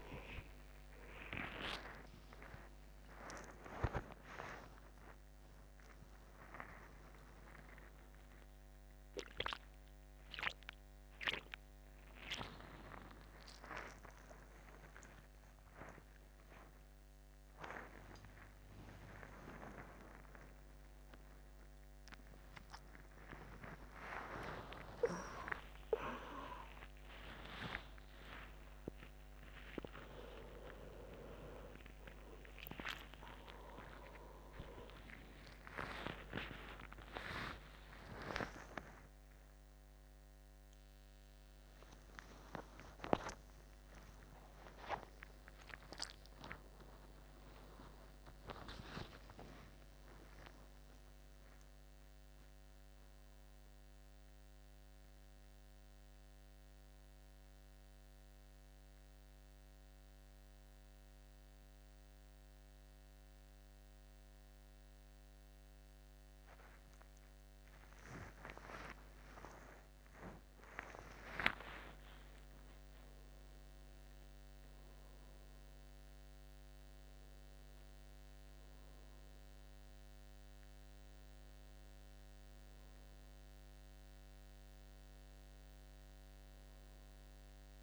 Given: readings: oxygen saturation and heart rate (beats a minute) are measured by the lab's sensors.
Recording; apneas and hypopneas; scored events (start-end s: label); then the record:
a person awake in a sleep study, by a microphone on the trachea; none
48.50-87.83 s: new sleep stage, N1 (lightest sleep)
79.50-87.83 s: oxygen desaturation (device-marked, oxygen 99% before, 95% lowest, heart rate 86 before, 78 extreme)
From the record:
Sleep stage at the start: awake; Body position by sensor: on the back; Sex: male